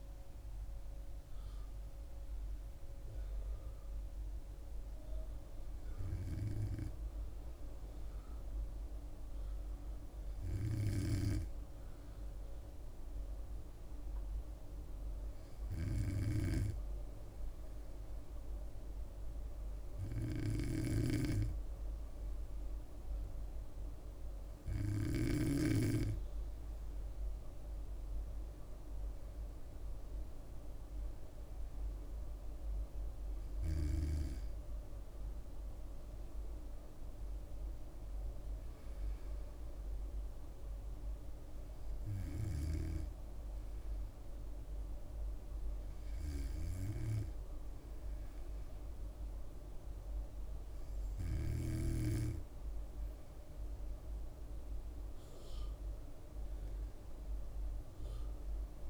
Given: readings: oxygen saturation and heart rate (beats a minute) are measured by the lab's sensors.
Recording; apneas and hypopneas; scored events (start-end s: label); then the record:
breathing in sleep by a room microphone; 2
9.00-26.00 s: hypopnea (oxygen 99% before, 95% lowest, heart rate 67 before, 65 extreme, up 2 after)
29.00-33.00 s: arousal
42.50-54.00 s: hypopnea (oxygen 98% before, 95% lowest, heart rate 67 before, 62 extreme, up 3 after)
56.00-58.50 s: arousal
From the record:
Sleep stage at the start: N2 (light sleep); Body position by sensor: on the back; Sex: female